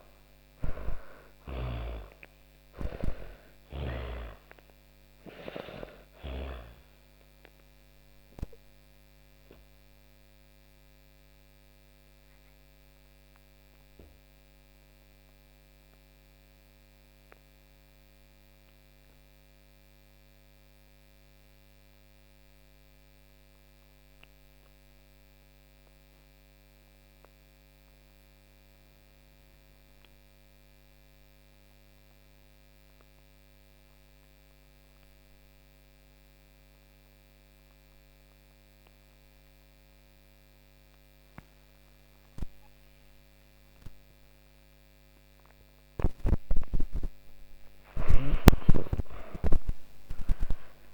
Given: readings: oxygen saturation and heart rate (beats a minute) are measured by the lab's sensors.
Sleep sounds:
breathing in sleep by a microphone on the trachea; 1
0.00-27.50 s: oxygen desaturation (device-marked, oxygen 77% lowest)
5.50-45.00 s: obstructive apnea (oxygen 98% before, 77% lowest)
44.50-50.94 s: oxygen desaturation (device-marked, oxygen 97% before, 77% lowest)
46.50-50.94 s: arousal
46.50-50.94 s: snoring (device-marked)
From the record:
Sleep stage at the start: N2 (light sleep); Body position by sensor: on the back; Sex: female

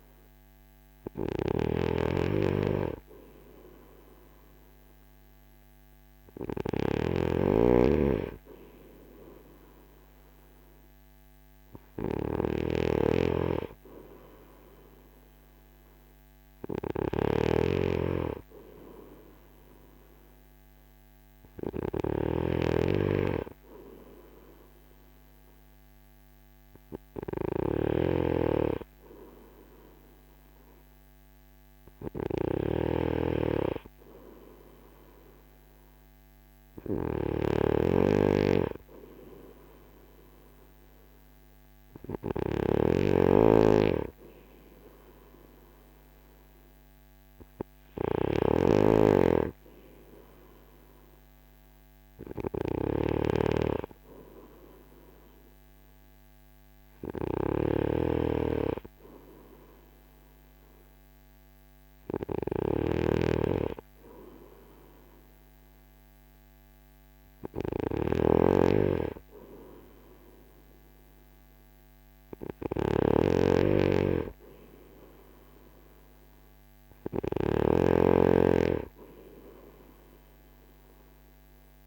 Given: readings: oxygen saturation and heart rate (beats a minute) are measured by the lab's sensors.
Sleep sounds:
breathing in sleep by a microphone on the trachea; none
0.00-81.86 s: snoring (device-marked)
From the record:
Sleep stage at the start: N2 (light sleep); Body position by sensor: on the front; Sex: male

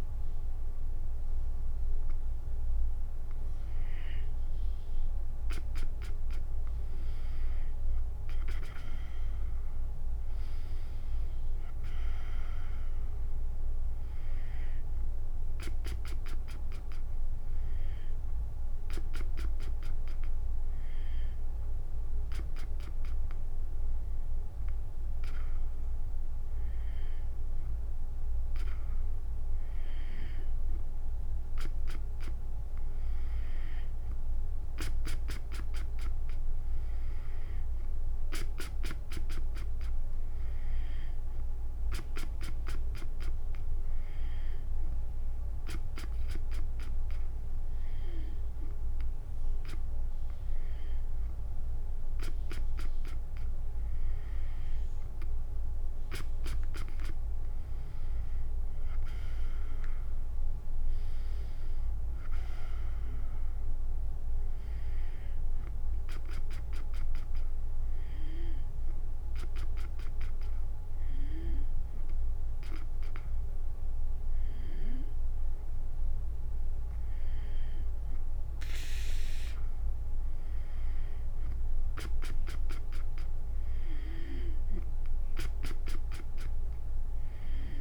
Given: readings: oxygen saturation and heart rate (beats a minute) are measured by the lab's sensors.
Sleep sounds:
breathing in sleep by a room microphone; none
13.00-24.00 s: oxygen desaturation (device-marked, oxygen 96% before, 93% lowest, heart rate 74 before, 68 extreme)
60.00-64.00 s: arousal
From the record:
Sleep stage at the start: N2 (light sleep); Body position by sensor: on the back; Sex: female

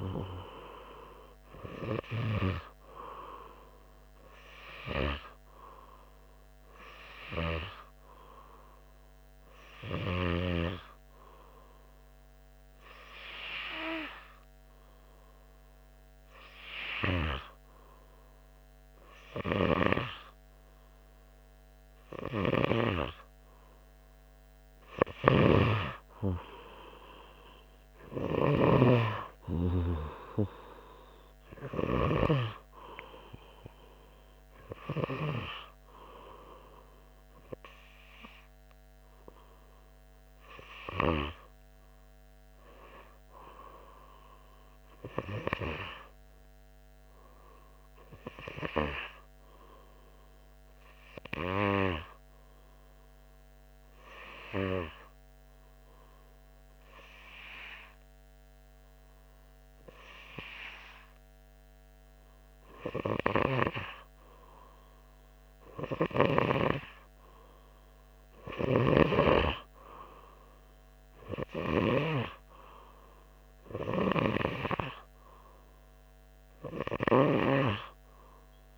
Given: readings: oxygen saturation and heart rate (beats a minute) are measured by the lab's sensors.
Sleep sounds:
breathing in sleep by a microphone on the trachea; 2
0.00-2.00 s: arousal
12.50-24.00 s: hypopnea (oxygen 98% before, 97% lowest, heart rate 95 before, 93 extreme, up 4 after)
25.50-32.50 s: snoring (device-marked)
26.00-29.50 s: arousal
55.00-65.00 s: obstructive apnea (oxygen 98% before, 96% lowest, heart rate 94 before, 91 extreme, up 1 after)
67.00-70.50 s: arousal
From the record:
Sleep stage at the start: N2 (light sleep); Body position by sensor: on the front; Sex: male

